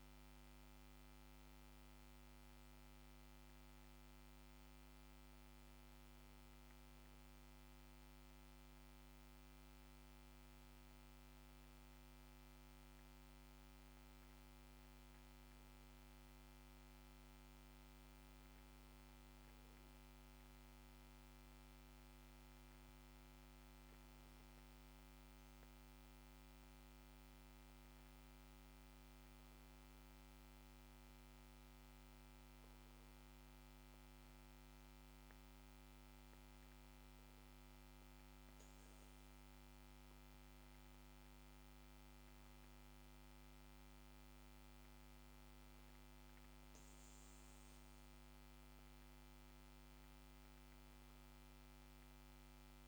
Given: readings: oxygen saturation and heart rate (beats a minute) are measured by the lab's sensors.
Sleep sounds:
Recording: breathing in sleep, hard to hear, by a microphone on the trachea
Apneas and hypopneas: none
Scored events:
16.00-18.50 s: arousal
From the record:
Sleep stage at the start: N2 (light sleep)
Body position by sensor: on the back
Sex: male

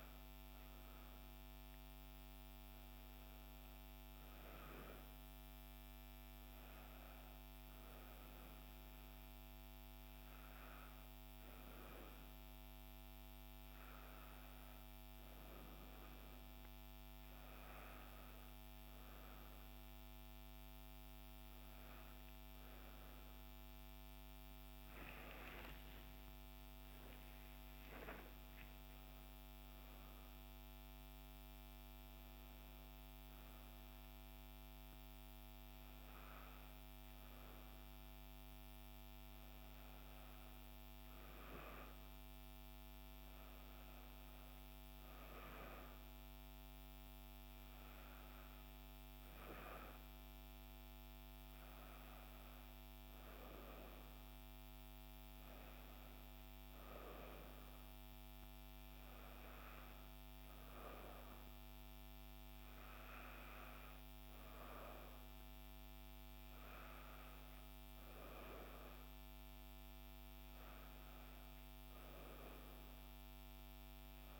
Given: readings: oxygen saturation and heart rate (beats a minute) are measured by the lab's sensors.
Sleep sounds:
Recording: a person awake in a sleep study, by a microphone on the trachea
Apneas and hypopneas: none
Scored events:
53.50-74.40 s: new sleep stage, N1 (lightest sleep)
From the record:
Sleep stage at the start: awake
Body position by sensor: on the back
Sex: female

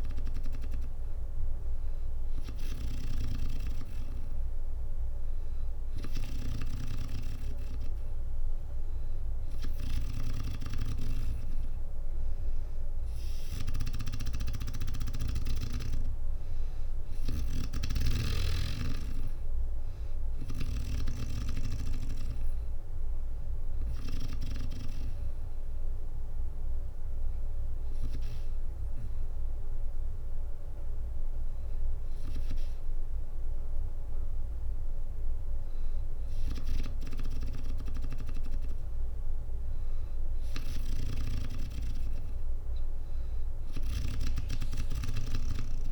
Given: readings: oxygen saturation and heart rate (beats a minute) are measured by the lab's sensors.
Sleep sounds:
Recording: breathing in sleep by a room microphone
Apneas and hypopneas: none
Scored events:
5.50-15.00 s: snoring (device-marked)
15.50-18.50 s: arousal
16.00-18.00 s: long interval between heartbeats (device-marked, heart rate 62 before, 70 extreme)
16.50-30.50 s: drop in pulse transit time (device-marked, heart rate 63 before, 59 extreme)
25.50-34.50 s: bradycardia (device-marked, heart rate 63 before, 58 extreme)
From the record:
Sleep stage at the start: N2 (light sleep)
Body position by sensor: on the back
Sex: female

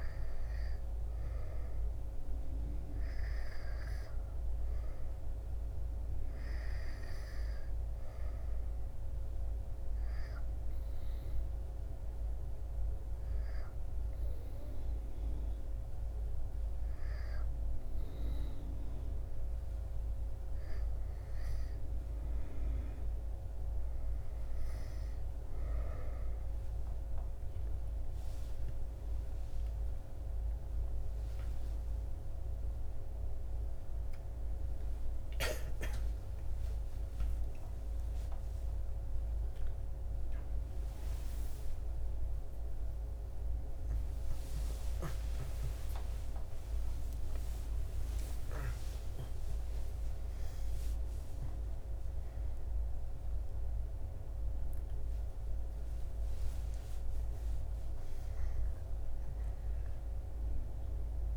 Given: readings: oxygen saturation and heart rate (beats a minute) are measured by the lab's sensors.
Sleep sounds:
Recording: a person awake in a sleep study, hard to hear, by a room microphone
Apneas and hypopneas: none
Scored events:
13.50-61.37 s: new sleep stage, awake
From the record:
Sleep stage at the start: N2 (light sleep)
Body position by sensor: on the back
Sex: male

